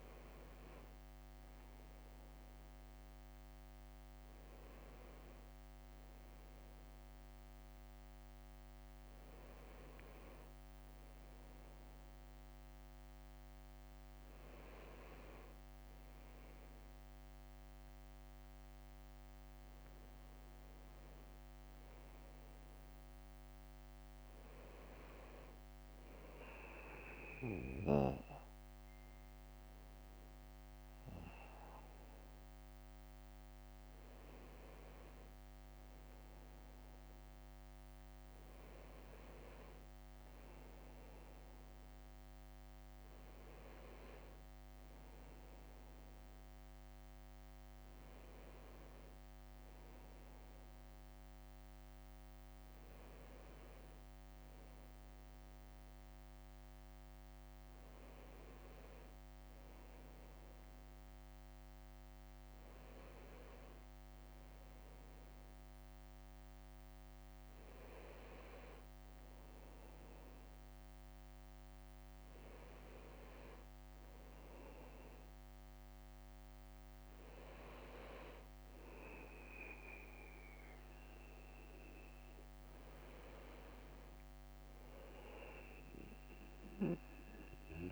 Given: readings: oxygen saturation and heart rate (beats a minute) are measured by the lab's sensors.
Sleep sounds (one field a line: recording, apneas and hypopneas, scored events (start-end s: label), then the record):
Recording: breathing in sleep by a microphone on the trachea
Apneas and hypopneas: none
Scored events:
5.00-7.00 s: bradycardia (device-marked, heart rate 70 before, 60 extreme)
14.00-23.00 s: bradycardia (device-marked, heart rate 70 before, 57 extreme)
25.00-32.00 s: bradycardia (device-marked, heart rate 70 before, 58 extreme)
56.00-58.00 s: bradycardia (device-marked, heart rate 70 before, 60 extreme)
75.00-81.00 s: bradycardia (device-marked, heart rate 69 before, 59 extreme)
From the record:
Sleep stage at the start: N2 (light sleep)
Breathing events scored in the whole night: 122 in 4.0 hours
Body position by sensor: on the back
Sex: male